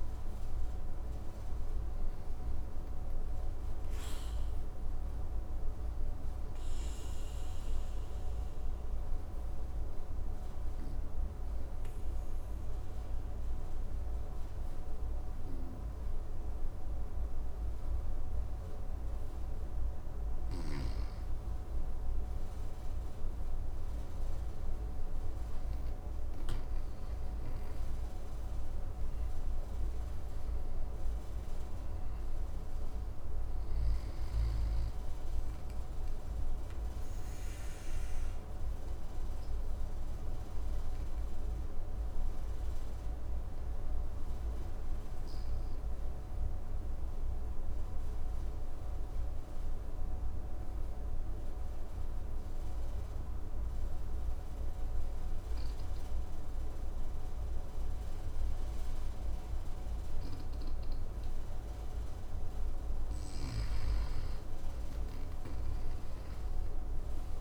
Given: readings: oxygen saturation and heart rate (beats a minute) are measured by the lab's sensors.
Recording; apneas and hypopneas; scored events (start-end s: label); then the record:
breathing in sleep, hard to hear, by a room microphone; 2
3.00-17.50 s: obstructive apnea (oxygen 97% before, 93% lowest, heart rate 60 before, 56 extreme, up 5 after)
22.50-26.50 s: arousal
25.00-49.00 s: oxygen desaturation (device-marked, oxygen 98% before, 94% lowest, heart rate 58 before, 54 extreme)
36.50-58.00 s: obstructive apnea (oxygen 98% before, 92% lowest, heart rate 62 before, 54 extreme, up 4 after)
61.00-65.50 s: arousal
61.00-67.41 s: oxygen desaturation (device-marked, oxygen 98% before, 92% lowest, heart rate 56 before, 54 extreme)
From the record:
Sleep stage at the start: N2 (light sleep); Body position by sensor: on the back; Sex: male